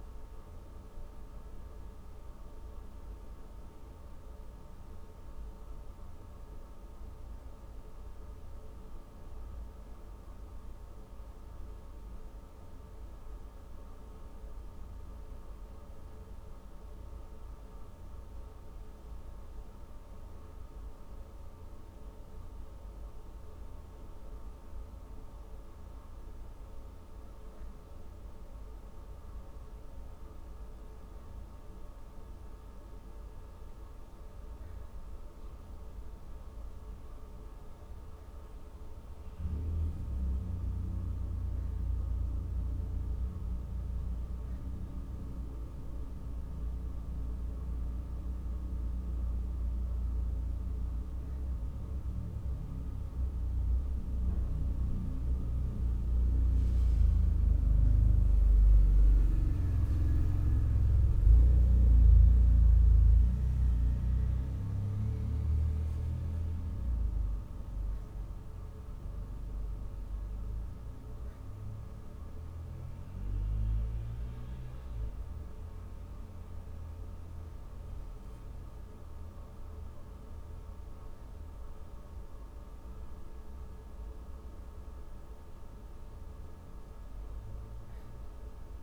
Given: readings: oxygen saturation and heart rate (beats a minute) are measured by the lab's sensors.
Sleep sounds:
breathing in sleep by a room microphone; 1
1.50-15.00 s: hypopnea (oxygen 97% before, 93% lowest, heart rate 137 before, 131 extreme, up 7 after)
16.50-19.00 s: arousal
29.50-48.50 s: oxygen desaturation (device-marked, oxygen 98% before, 93% lowest, heart rate 160 before, 103 extreme)
From the record:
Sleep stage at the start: N2 (light sleep); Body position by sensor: on the back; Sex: female

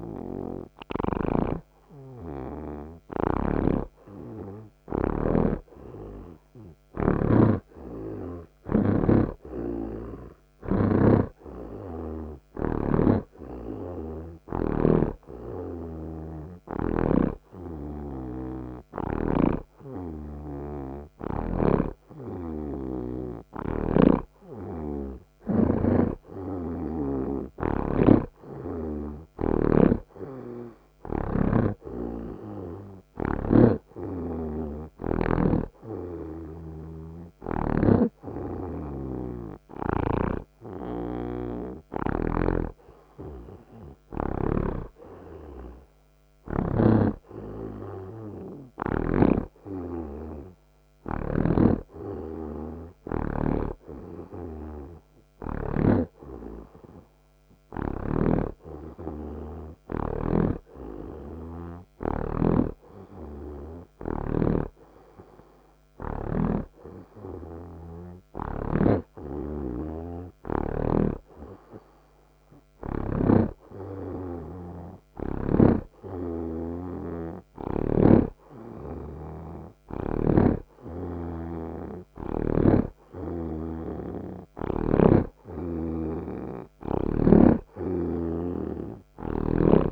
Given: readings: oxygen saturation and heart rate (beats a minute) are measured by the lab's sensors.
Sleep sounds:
breathing in sleep by a microphone on the trachea; none
0.00-3.50 s: snoring (device-marked)
0.00-9.50 s: oxygen desaturation (device-marked, oxygen 80% lowest)
5.50-12.50 s: snoring (device-marked)
19.50-37.00 s: snoring (device-marked)
39.00-42.50 s: snoring (device-marked)
47.00-56.00 s: snoring (device-marked)
58.00-62.50 s: snoring (device-marked)
64.50-69.00 s: snoring (device-marked)
71.00-76.00 s: snoring (device-marked)
78.00-81.50 s: snoring (device-marked)
88.50-89.92 s: snoring (device-marked)
From the record:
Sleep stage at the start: N2 (light sleep); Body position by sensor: on the right side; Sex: male

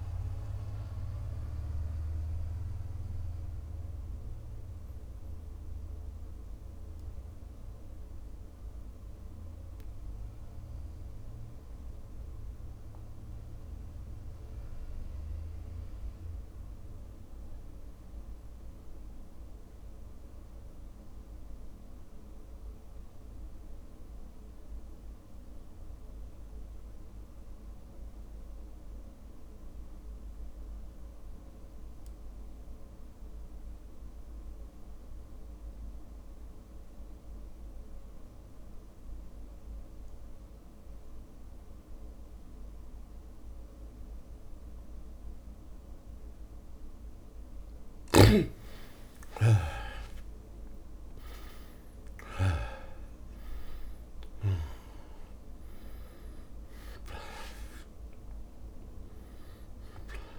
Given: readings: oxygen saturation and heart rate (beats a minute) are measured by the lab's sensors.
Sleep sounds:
breathing in sleep by a room microphone; 1
0.00-18.00 s: oxygen desaturation (device-marked, oxygen 90% lowest)
4.00-46.00 s: mixed apnea (oxygen 99% before, 83% lowest)
26.50-28.50 s: long interval between heartbeats (device-marked)
39.00-60.39 s: oxygen desaturation (device-marked, oxygen 100% before, 83% lowest)
48.50-53.00 s: arousal
From the record:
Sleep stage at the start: REM sleep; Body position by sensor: on the back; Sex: male

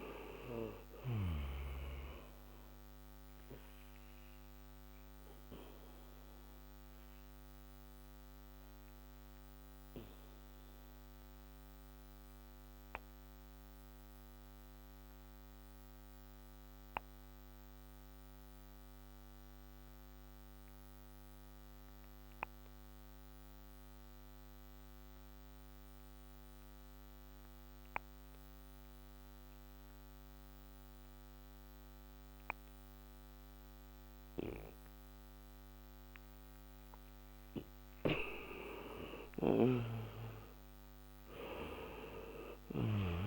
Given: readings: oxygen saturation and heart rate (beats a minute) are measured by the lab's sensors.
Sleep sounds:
breathing in sleep by a microphone on the trachea; 1
0.00-31.00 s: oxygen desaturation (device-marked, oxygen 86% lowest, heart rate 37 extreme)
5.50-34.50 s: obstructive apnea (oxygen 99% before, 86% lowest, heart rate 60 before, 44 extreme, up 33 after)
37.50-42.00 s: arousal
From the record:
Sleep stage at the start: N2 (light sleep); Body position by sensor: on the back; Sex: male

